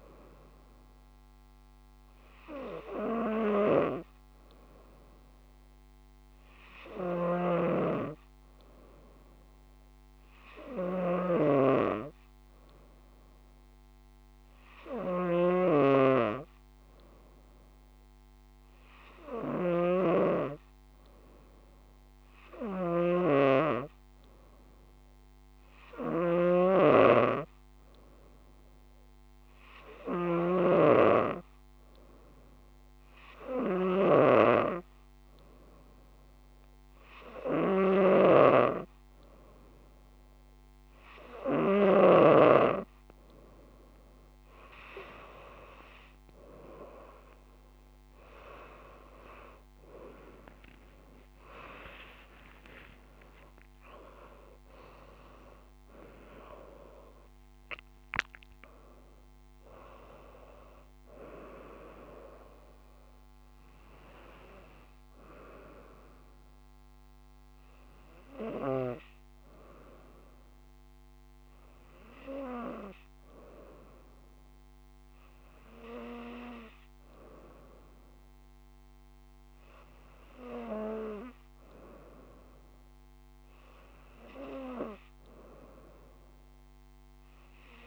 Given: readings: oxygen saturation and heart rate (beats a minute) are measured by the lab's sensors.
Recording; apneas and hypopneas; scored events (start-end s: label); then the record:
breathing in sleep by a microphone on the trachea; 1
2.50-43.00 s: hypopnea (oxygen 97% before, 93% lowest, heart rate 67 before, 69 extreme, up 5 after)
7.50-42.50 s: snoring (device-marked)
52.00-57.50 s: arousal
From the record:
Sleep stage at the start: N2 (light sleep); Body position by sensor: on the right side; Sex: female